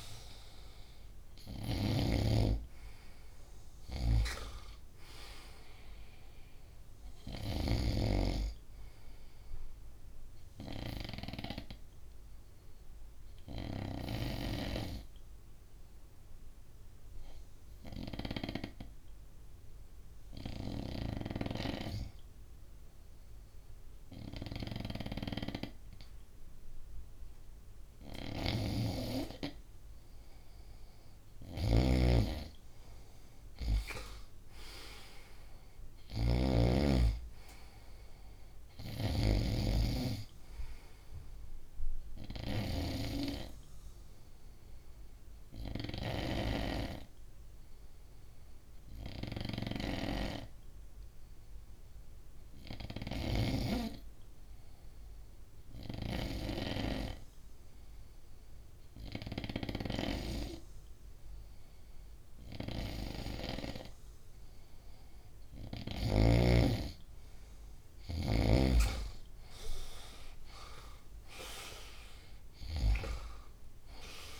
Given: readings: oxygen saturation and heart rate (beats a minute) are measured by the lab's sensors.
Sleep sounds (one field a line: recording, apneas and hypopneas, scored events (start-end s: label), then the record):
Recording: breathing in sleep by a room microphone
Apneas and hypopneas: 2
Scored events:
0.00-7.50 s: snoring (device-marked)
10.50-28.00 s: obstructive apnea (oxygen 96% before, 94% lowest, heart rate 66 before, 61 extreme, up 5 after)
13.50-21.00 s: snoring (device-marked)
27.50-39.00 s: snoring (device-marked)
33.50-36.50 s: arousal
43.00-65.00 s: hypopnea (oxygen 97% before, 94% lowest, heart rate 67 before, 62 extreme, up 6 after)
45.50-53.00 s: snoring (device-marked)
69.00-73.00 s: arousal
From the record:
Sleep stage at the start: N2 (light sleep)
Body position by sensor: on the front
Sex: male